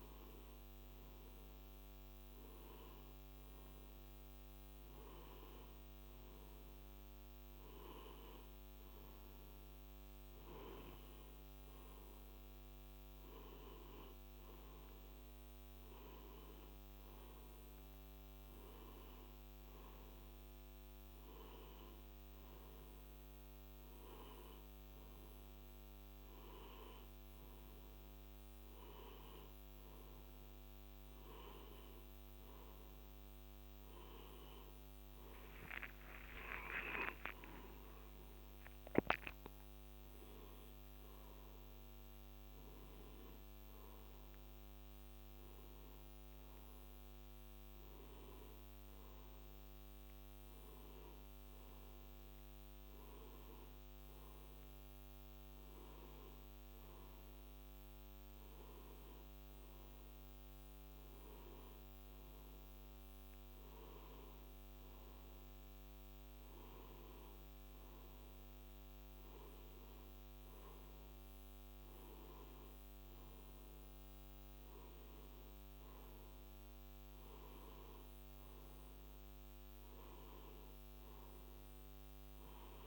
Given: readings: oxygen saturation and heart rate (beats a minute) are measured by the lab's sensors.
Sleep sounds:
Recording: breathing in sleep by a microphone on the trachea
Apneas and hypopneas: none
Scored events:
35.00-38.50 s: arousal
From the record:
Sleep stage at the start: N2 (light sleep)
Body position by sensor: on the back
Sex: male

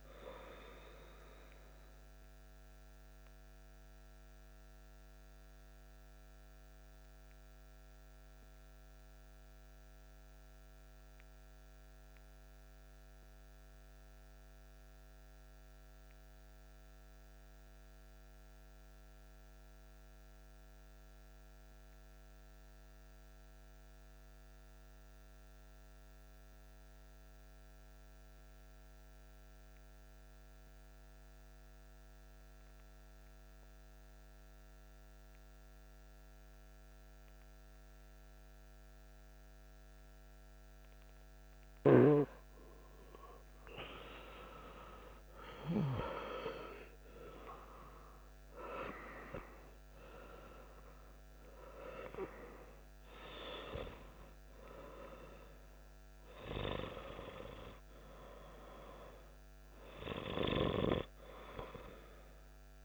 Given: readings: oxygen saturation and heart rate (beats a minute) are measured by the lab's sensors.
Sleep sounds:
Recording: breathing in sleep by a microphone on the trachea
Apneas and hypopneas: 1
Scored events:
0.00-8.00 s: oxygen desaturation (device-marked, oxygen 90% lowest)
0.50-40.00 s: mixed apnea (oxygen 96% before, 90% lowest)
30.00-62.85 s: oxygen desaturation (device-marked, oxygen 97% before, 90% lowest)
41.50-46.00 s: arousal
From the record:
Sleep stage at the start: N2 (light sleep)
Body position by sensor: on the back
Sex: male

